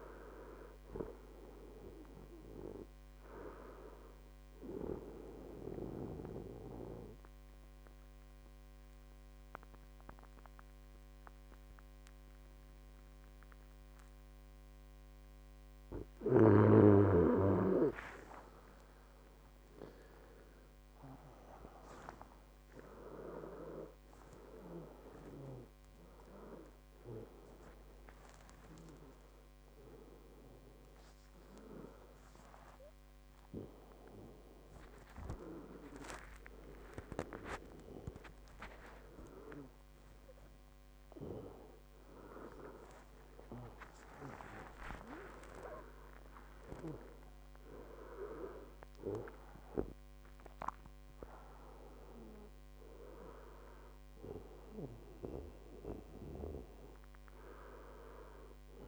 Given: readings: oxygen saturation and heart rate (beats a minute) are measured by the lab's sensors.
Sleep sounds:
breathing in sleep by a microphone on the trachea; 1
4.00-16.50 s: obstructive apnea (oxygen 97% before, 95% lowest, heart rate 81 before, 67 extreme, up 14 after)
19.00-23.00 s: arousal
43.50-45.50 s: long interval between heartbeats (device-marked, heart rate 81 before, 84 extreme)
44.00-48.50 s: arousal
From the record:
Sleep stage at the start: N2 (light sleep); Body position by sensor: on the right side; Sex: male

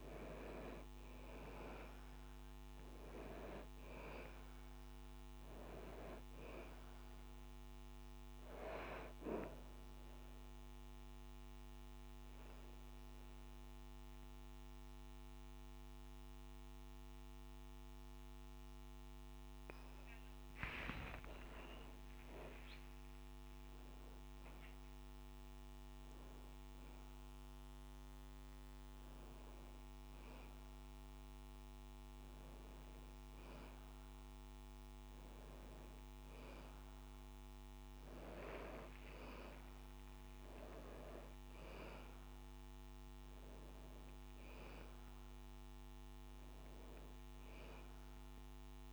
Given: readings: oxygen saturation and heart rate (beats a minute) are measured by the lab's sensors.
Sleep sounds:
breathing in sleep by a microphone on the trachea; 1
0.00-27.00 s: oxygen desaturation (device-marked, oxygen 87% lowest, heart rate 60 extreme)
9.50-21.50 s: obstructive apnea (oxygen 98% before, 87% lowest, heart rate 60 before, 60 extreme, up 0 after)
22.50-28.00 s: arousal
45.00-48.93 s: oxygen desaturation (device-marked, oxygen 97% before, 93% lowest, heart rate 63 before, 60 extreme)
48.00-48.93 s: new sleep stage, N2 (light sleep)
From the record:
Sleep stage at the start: N1 (lightest sleep); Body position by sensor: on the back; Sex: male

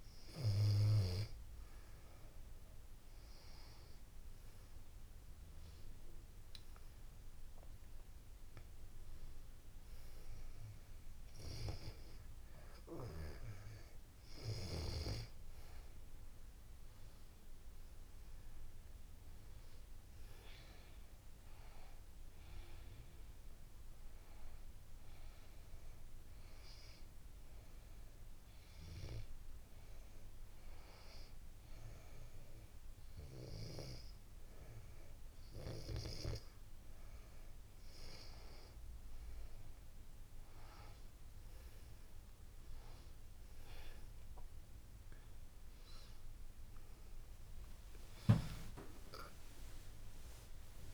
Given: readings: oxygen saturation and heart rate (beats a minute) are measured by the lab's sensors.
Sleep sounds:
breathing in sleep by a room microphone; 1
5.50-9.50 s: arousal
24.50-36.50 s: hypopnea (oxygen 95% before, 91% lowest, heart rate 86 before, 80 extreme, up 8 after)
46.00-50.50 s: arousal
From the record:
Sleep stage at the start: N2 (light sleep); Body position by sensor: on the back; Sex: female

